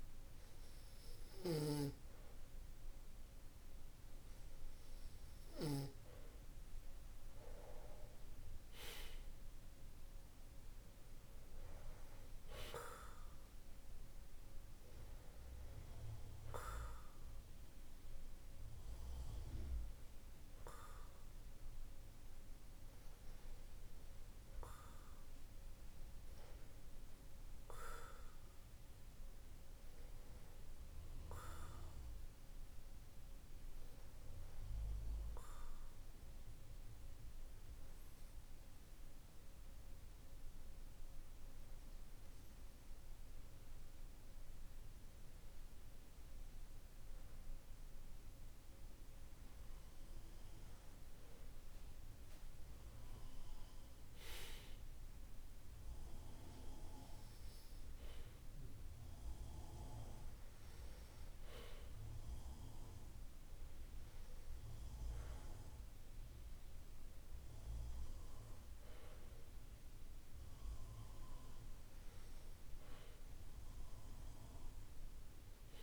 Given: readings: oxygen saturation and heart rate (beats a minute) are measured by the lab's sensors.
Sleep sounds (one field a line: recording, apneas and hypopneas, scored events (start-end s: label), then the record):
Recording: breathing in sleep by a room microphone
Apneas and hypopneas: 1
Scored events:
0.00-18.00 s: oxygen desaturation (device-marked, oxygen 91% lowest, heart rate 49 extreme)
26.00-30.00 s: arousal
36.50-50.50 s: obstructive apnea (oxygen 95% before, 94% lowest, heart rate 51 before, 49 extreme, up 8 after)
52.00-55.00 s: arousal
From the record:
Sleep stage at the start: N2 (light sleep)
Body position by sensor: on the back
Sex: male